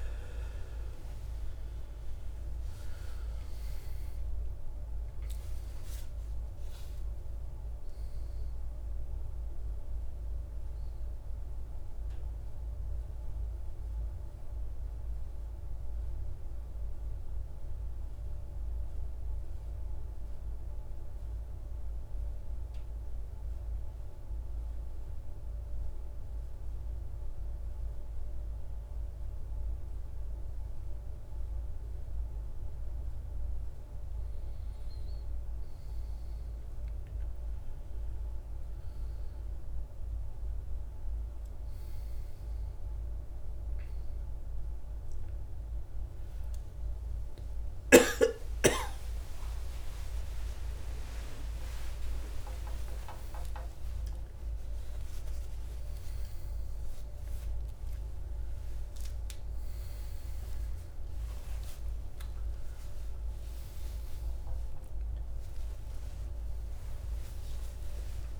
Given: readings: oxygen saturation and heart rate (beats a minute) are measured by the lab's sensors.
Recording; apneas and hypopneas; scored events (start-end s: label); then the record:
breathing in sleep by a room microphone; 1
0.00-18.50 s: oxygen desaturation (device-marked, oxygen 81% lowest, heart rate 53 extreme)
21.50-32.50 s: central apnea (oxygen 100% before, 92% lowest, heart rate 67 before, 53 extreme, up 8 after)
38.50-57.50 s: oxygen desaturation (device-marked, oxygen 99% before, 92% lowest, heart rate 55 before, 56 extreme)
54.50-68.40 s: new sleep stage, awake
From the record:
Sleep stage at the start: N1 (lightest sleep); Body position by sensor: on the back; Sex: male